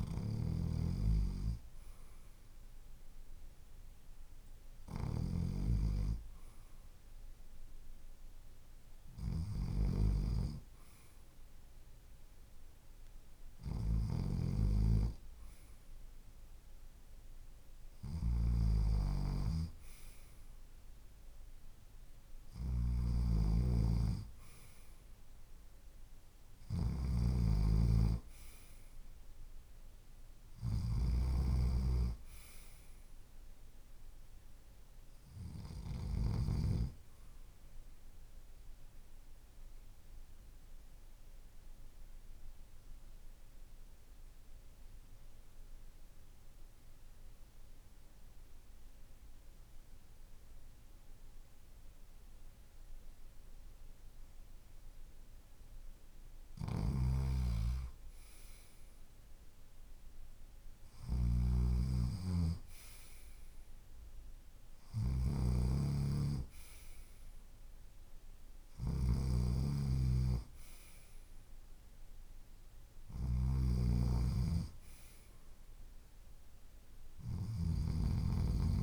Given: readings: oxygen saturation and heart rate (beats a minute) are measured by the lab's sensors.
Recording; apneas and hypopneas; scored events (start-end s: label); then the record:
breathing in sleep by a room microphone; 1
0.00-21.00 s: oxygen desaturation (device-marked, oxygen 92% lowest, heart rate 51 extreme)
0.00-36.00 s: snoring (device-marked)
37.00-55.50 s: obstructive apnea (oxygen 95% before, 92% lowest, heart rate 54 before, 50 extreme, up 6 after)
56.00-78.83 s: snoring (device-marked)
57.50-60.50 s: arousal
From the record:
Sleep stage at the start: REM sleep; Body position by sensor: on the left side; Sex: male